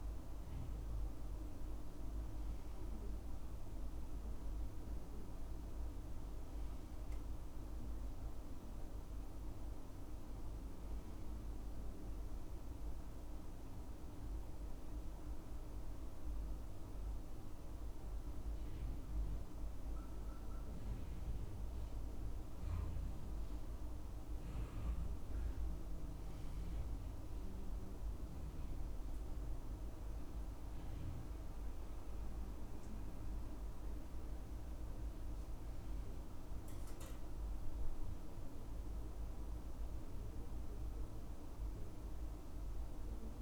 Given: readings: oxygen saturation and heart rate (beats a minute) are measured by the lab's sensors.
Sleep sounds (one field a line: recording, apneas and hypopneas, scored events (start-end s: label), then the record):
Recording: breathing in sleep, hard to hear, by a room microphone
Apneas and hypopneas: 1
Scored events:
6.00-9.00 s: arousal
11.00-21.00 s: obstructive apnea (oxygen 98% before, 95% lowest, heart rate 70 before, 67 extreme, up 2 after)
24.50-27.50 s: arousal
From the record:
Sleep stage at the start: N2 (light sleep)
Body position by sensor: on the right side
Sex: male